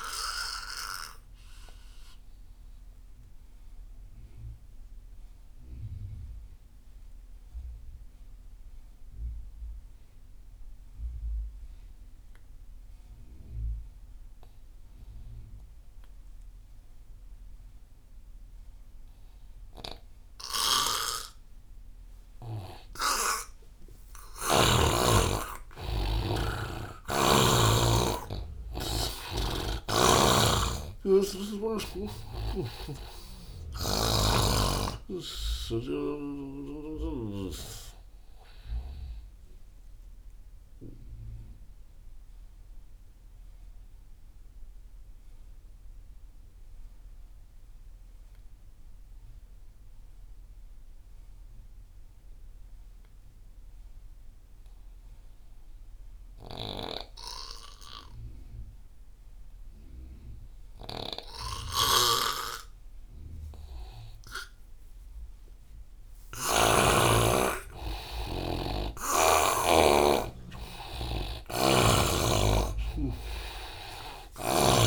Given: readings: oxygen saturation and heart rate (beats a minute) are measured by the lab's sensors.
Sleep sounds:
breathing in sleep by a room microphone; 2
0.00-15.00 s: oxygen desaturation (device-marked, oxygen 87% lowest)
2.50-23.00 s: obstructive apnea (oxygen 98% before, 87% lowest)
25.00-28.50 s: arousal
29.00-48.00 s: oxygen desaturation (device-marked, oxygen 98% before, 87% lowest)
29.50-33.00 s: snoring (device-marked)
39.50-65.50 s: mixed apnea (oxygen 98% before, 87% lowest)
62.00-67.00 s: snoring (device-marked)
63.00-74.87 s: oxygen desaturation (device-marked, oxygen 99% before, 89% lowest)
67.00-70.50 s: arousal
71.50-74.87 s: snoring (device-marked)
From the record:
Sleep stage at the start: N2 (light sleep); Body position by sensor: on the right side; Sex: male

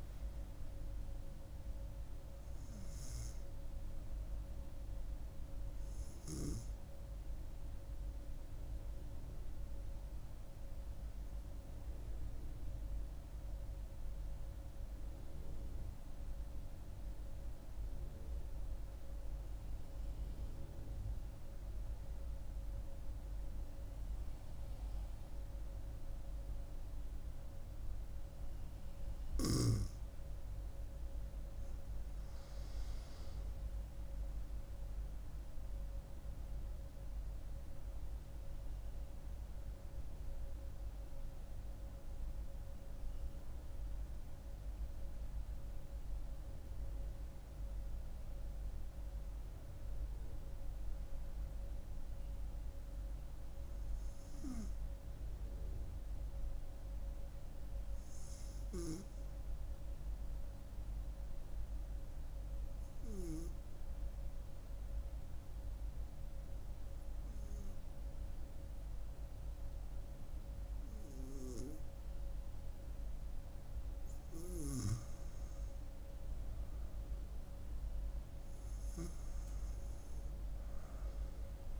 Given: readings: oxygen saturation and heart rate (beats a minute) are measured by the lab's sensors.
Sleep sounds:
breathing in sleep, hard to hear, by a room microphone; 2
0.00-5.00 s: oxygen desaturation (device-marked, oxygen 94% lowest, heart rate 63 extreme)
8.00-28.50 s: obstructive apnea (oxygen 97% before, 93% lowest, heart rate 69 before, 64 extreme, up 6 after)
28.00-54.00 s: oxygen desaturation (device-marked, oxygen 97% before, 93% lowest, heart rate 65 before, 63 extreme)
32.00-37.00 s: arousal
62.50-75.00 s: hypopnea (oxygen 98% before, 93% lowest, heart rate 67 before, 64 extreme, up 5 after)
77.00-81.00 s: arousal
From the record:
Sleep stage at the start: N2 (light sleep); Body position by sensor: on the front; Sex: female

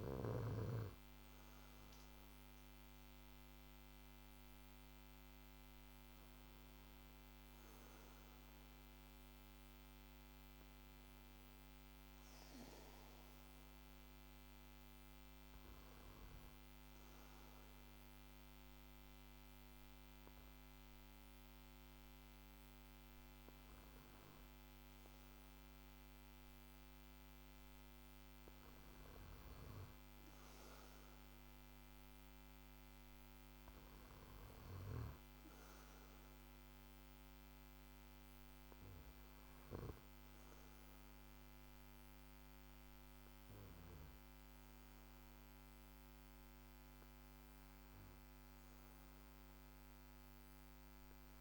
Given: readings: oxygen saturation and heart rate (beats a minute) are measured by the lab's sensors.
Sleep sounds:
breathing in sleep, hard to hear, by a microphone on the trachea; none
none scored
From the record:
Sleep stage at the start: N2 (light sleep); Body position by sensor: on the back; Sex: male

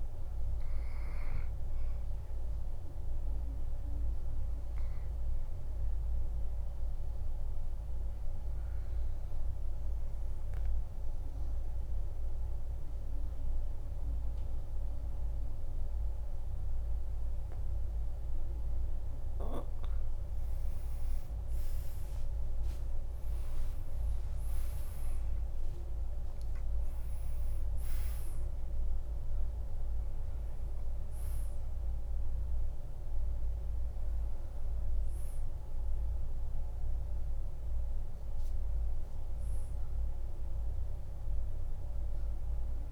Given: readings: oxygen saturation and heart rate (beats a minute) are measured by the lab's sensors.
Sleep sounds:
breathing in sleep, hard to hear, by a room microphone; 1
4.00-19.00 s: obstructive apnea (oxygen 99% before, 92% lowest, heart rate 52 before, 48 extreme, up 14 after)
21.50-25.50 s: arousal
27.00-42.92 s: oxygen desaturation (device-marked, oxygen 98% before, 92% lowest, heart rate 51 before, 51 extreme)
From the record:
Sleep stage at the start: N2 (light sleep); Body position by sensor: on the back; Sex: male

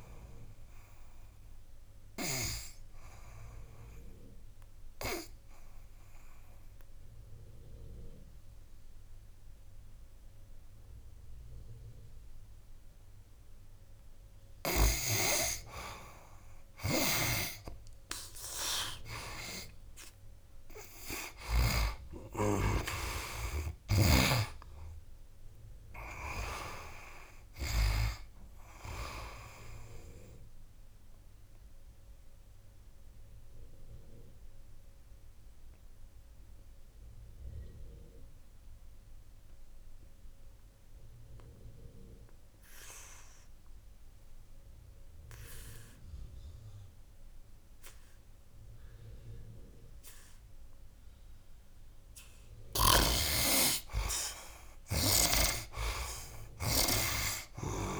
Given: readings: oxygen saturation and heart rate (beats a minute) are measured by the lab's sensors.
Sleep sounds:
breathing in sleep by a room microphone; 2
0.00-17.50 s: oxygen desaturation (device-marked, oxygen 59% lowest, heart rate 65 extreme)
2.00-15.00 s: obstructive apnea (oxygen 80% before, 59% lowest, heart rate 85 before, 65 extreme, up 13 after)
16.50-21.50 s: snoring (device-marked)
19.00-24.00 s: arousal
22.50-43.50 s: oxygen desaturation (device-marked, oxygen 97% before, 78% lowest, heart rate 68 before, 63 extreme)
31.00-53.00 s: obstructive apnea (oxygen 97% before, 77% lowest, heart rate 74 before, 63 extreme, up 18 after)
52.50-58.00 s: snoring (device-marked)
53.50-58.00 s: oxygen desaturation (device-marked, oxygen 98% before, 77% lowest, heart rate 67 before, 64 extreme)
54.50-58.00 s: arousal
From the record:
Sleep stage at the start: N2 (light sleep); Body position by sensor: on the right side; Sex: male

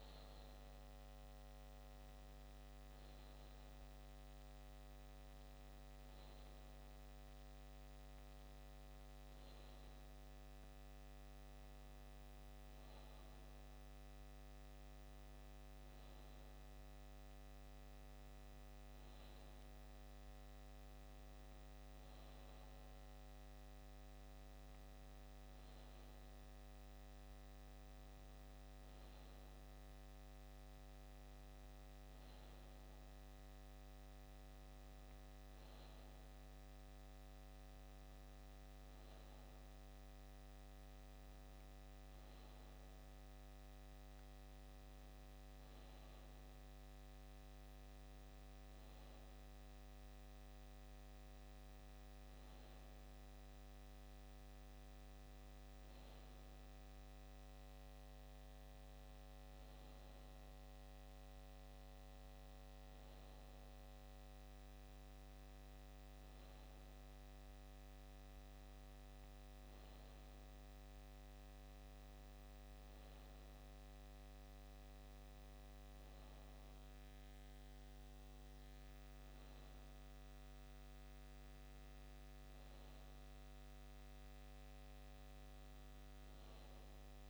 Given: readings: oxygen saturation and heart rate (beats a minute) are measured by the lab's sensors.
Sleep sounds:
breathing in sleep, hard to hear, by a microphone on the trachea; none
none scored
From the record:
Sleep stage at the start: N2 (light sleep); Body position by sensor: on the back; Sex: male

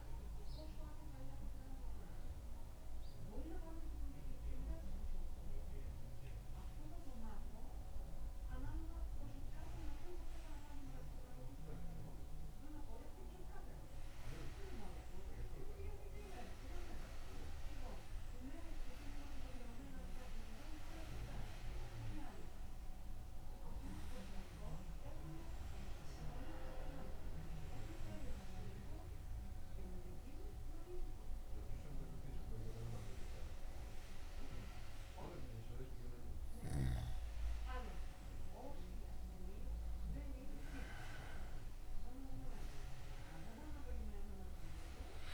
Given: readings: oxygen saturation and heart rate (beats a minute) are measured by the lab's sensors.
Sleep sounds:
breathing in sleep by a room microphone; 1
5.00-36.00 s: mixed apnea (oxygen 96% before, 94% lowest, heart rate 76 before, 74 extreme, up 2 after)
38.50-42.00 s: arousal
44.50-45.34 s: new sleep stage, N1 (lightest sleep)
From the record:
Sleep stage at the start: N2 (light sleep); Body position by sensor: on the back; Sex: male

